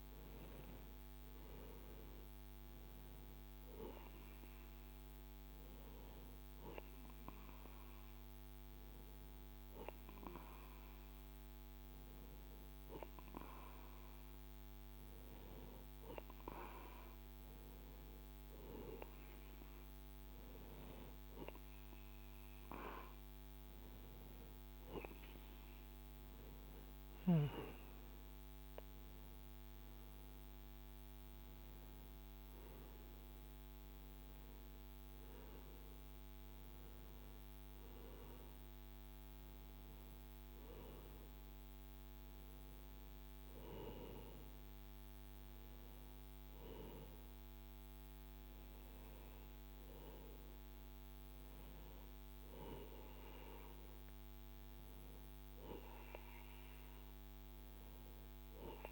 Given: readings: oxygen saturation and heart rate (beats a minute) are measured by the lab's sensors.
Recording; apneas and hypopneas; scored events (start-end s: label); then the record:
breathing in sleep by a microphone on the trachea; none
none scored
From the record:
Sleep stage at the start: N2 (light sleep); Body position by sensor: on the right side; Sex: male